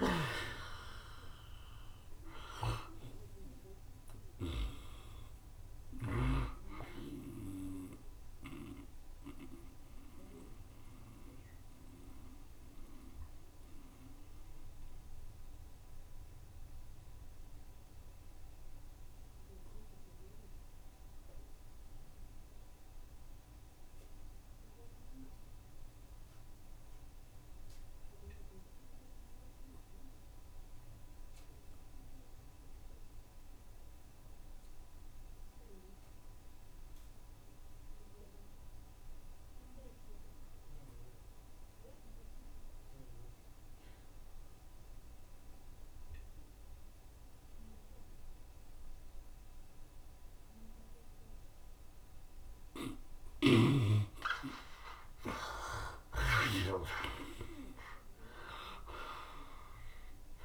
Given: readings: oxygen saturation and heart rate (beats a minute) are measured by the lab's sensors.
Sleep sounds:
breathing in sleep by a room microphone; 1
0.00-7.00 s: snoring (device-marked)
0.00-24.50 s: oxygen desaturation (device-marked, oxygen 55% lowest, heart rate 66 extreme)
0.50-2.50 s: long interval between heartbeats (device-marked, heart rate 71 before, 81 extreme)
8.00-52.00 s: mixed apnea (oxygen 83% before, 55% lowest, heart rate 74 before, 66 extreme, up 3 after)
28.50-60.44 s: oxygen desaturation (device-marked, oxygen 90% before, 57% lowest, heart rate 68 before, 65 extreme)
55.00-59.50 s: arousal
From the record:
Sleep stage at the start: N2 (light sleep); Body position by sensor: on the right side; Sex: male

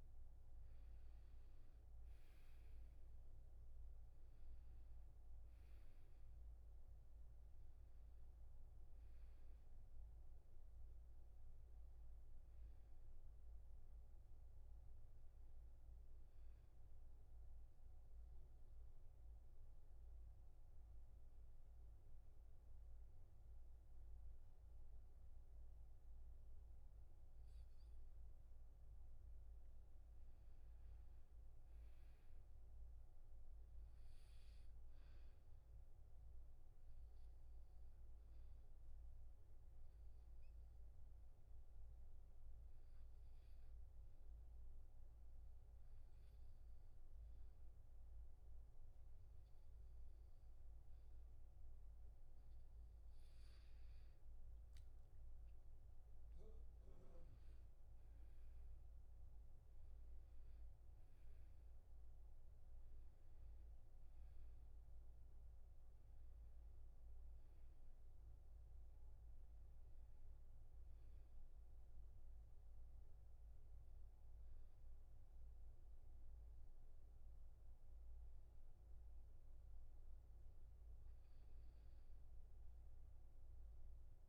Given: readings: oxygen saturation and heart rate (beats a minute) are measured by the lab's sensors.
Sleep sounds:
breathing in sleep, hard to hear, by a room microphone; 2
0.00-16.50 s: oxygen desaturation (device-marked, oxygen 90% lowest, heart rate 64 extreme)
17.00-27.50 s: obstructive apnea (oxygen 97% before, 90% lowest, heart rate 78 before, 64 extreme, up 9 after)
30.00-33.00 s: arousal
36.50-49.50 s: oxygen desaturation (device-marked, oxygen 98% before, 92% lowest, heart rate 70 before, 66 extreme)
36.50-51.00 s: obstructive apnea (oxygen 99% before, 86% lowest, heart rate 70 before, 66 extreme, up 11 after)
51.50-73.50 s: oxygen desaturation (device-marked, oxygen 97% before, 90% lowest, heart rate 71 before, 64 extreme)
55.50-59.00 s: arousal
From the record:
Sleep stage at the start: N2 (light sleep); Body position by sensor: on the back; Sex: male

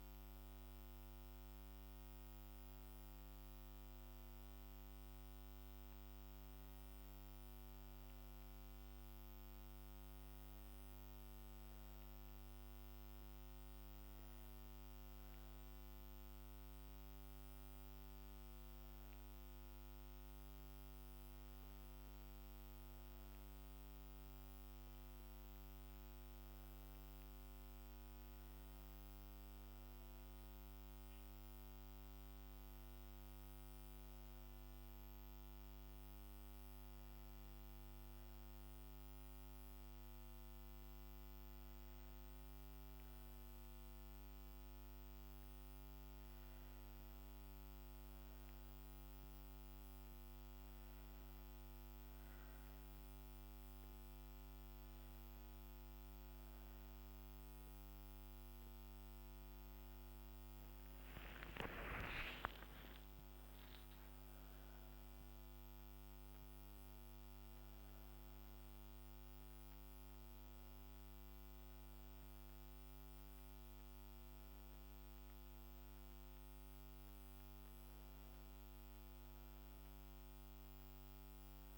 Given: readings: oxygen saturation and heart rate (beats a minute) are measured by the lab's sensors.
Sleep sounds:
breathing in sleep, hard to hear, by a microphone on the trachea; none
59.00-62.50 s: arousal
From the record:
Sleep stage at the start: N2 (light sleep); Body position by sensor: on the right side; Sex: female

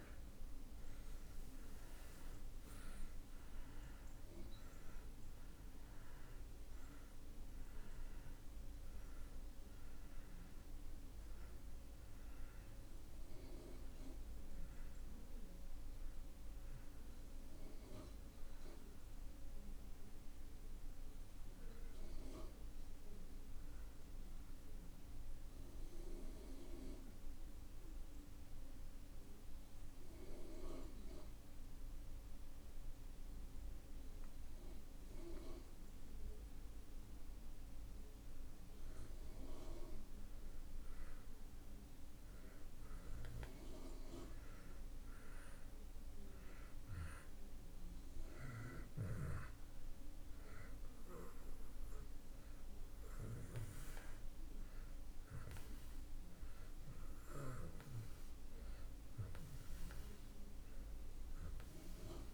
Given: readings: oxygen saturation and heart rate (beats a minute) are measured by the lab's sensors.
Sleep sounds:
breathing in sleep by a room microphone; 1
0.00-3.00 s: arousal
8.50-35.50 s: oxygen desaturation (device-marked, oxygen 97% before, 83% lowest)
25.50-36.50 s: central apnea (oxygen 97% before, 84% lowest)
40.00-45.00 s: arousal
52.50-62.34 s: oxygen desaturation (device-marked, oxygen 95% before, 87% lowest)
From the record:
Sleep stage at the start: N2 (light sleep); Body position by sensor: on the back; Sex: male

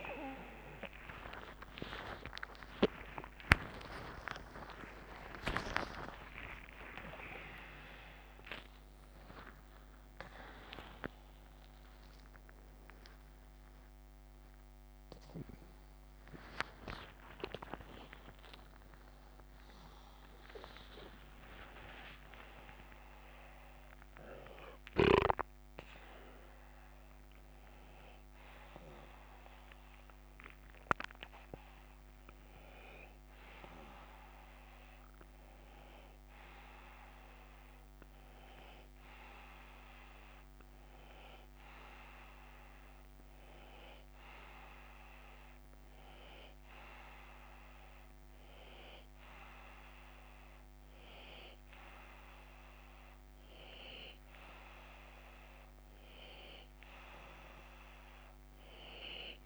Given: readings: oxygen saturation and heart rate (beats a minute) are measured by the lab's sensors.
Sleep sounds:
a person awake in a sleep study, by a microphone on the trachea; none
0.50-7.50 s: oxygen desaturation (device-marked, oxygen 94% before, 91% lowest)
4.50-14.50 s: drop in pulse transit time (device-marked)
6.00-8.00 s: long interval between heartbeats (device-marked)
8.50-10.50 s: long interval between heartbeats (device-marked)
12.00-14.00 s: long interval between heartbeats (device-marked)
41.50-59.46 s: new sleep stage, N2 (light sleep)
From the record:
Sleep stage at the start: awake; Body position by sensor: on the left side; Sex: male

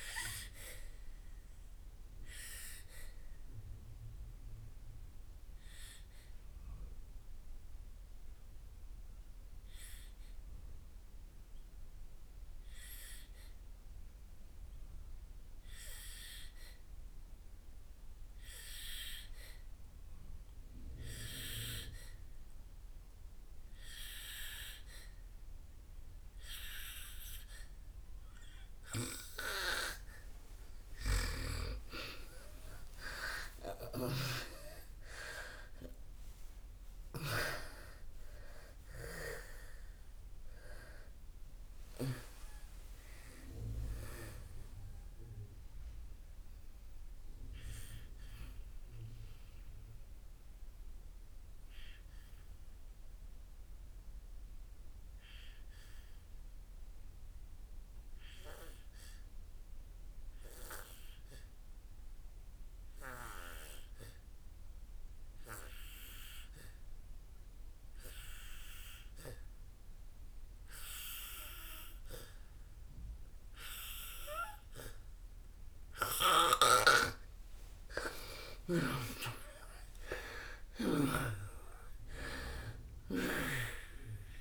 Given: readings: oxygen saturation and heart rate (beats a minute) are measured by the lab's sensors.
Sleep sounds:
breathing in sleep by a room microphone; 2
0.00-24.50 s: oxygen desaturation (device-marked, oxygen 86% lowest, heart rate 54 extreme)
0.50-30.00 s: mixed apnea (oxygen 98% before, 85% lowest, heart rate 59 before, 54 extreme, up 10 after)
29.50-64.50 s: oxygen desaturation (device-marked, oxygen 98% before, 88% lowest, heart rate 59 before, 53 extreme)
31.50-37.50 s: arousal
47.00-77.50 s: obstructive apnea (oxygen 98% before, 84% lowest, heart rate 68 before, 53 extreme, up 0 after)
76.50-84.41 s: oxygen desaturation (device-marked, oxygen 99% before, 84% lowest, heart rate 60 before, 55 extreme)
79.00-83.50 s: arousal
From the record:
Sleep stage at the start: N2 (light sleep); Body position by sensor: on the back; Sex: female

